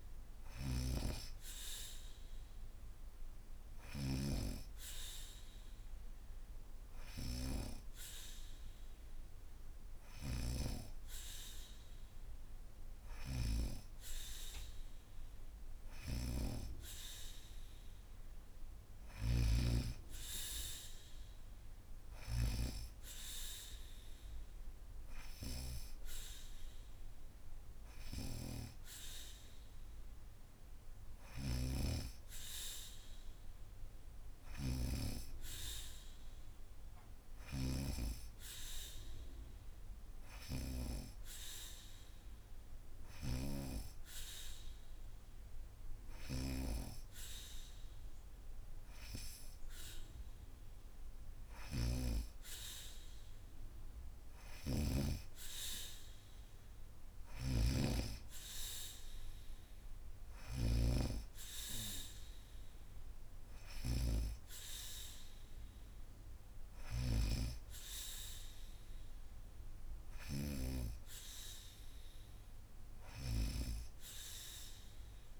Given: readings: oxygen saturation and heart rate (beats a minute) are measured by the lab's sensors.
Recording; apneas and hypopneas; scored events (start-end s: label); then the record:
breathing in sleep by a room microphone; none
0.00-3.50 s: snoring (device-marked)
9.50-22.00 s: snoring (device-marked)
30.50-43.00 s: snoring (device-marked)
51.00-54.50 s: snoring (device-marked)
56.50-75.40 s: snoring (device-marked)
From the record:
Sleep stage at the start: N2 (light sleep); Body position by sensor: on the back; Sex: female